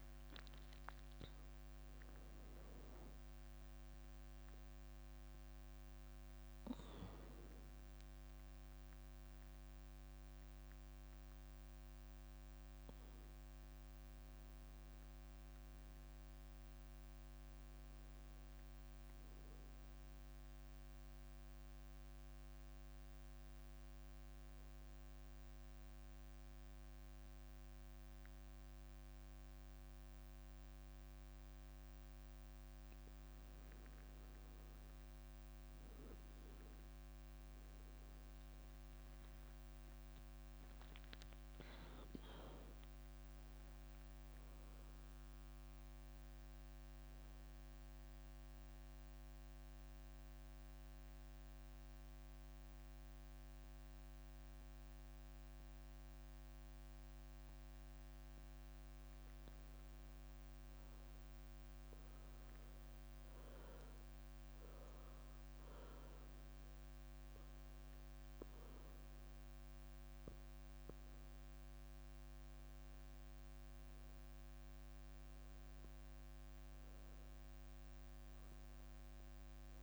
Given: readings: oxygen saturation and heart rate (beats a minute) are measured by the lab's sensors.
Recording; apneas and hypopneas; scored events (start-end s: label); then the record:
breathing in sleep, hard to hear, by a microphone on the trachea; 2
0.00-9.50 s: leg movement (device-marked)
14.50-24.50 s: leg movement (device-marked)
18.50-21.50 s: arousal
24.50-34.50 s: central apnea (oxygen 100% before, 95% lowest, heart rate 69 before, 61 extreme, up 11 after)
25.50-32.00 s: leg movement (device-marked)
35.50-39.50 s: arousal
36.00-44.50 s: leg movement (device-marked)
38.00-54.00 s: oxygen desaturation (device-marked, oxygen 99% before, 95% lowest, heart rate 67 before, 61 extreme)
46.00-79.83 s: new sleep stage, N2 (light sleep)
48.50-59.50 s: central apnea (oxygen 100% before, 93% lowest, heart rate 68 before, 62 extreme, up 8 after)
60.50-64.00 s: arousal
66.00-75.00 s: oxygen desaturation (device-marked, oxygen 99% before, 95% lowest, heart rate 64 before, 64 extreme)
From the record:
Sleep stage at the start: N1 (lightest sleep); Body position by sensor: on the back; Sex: female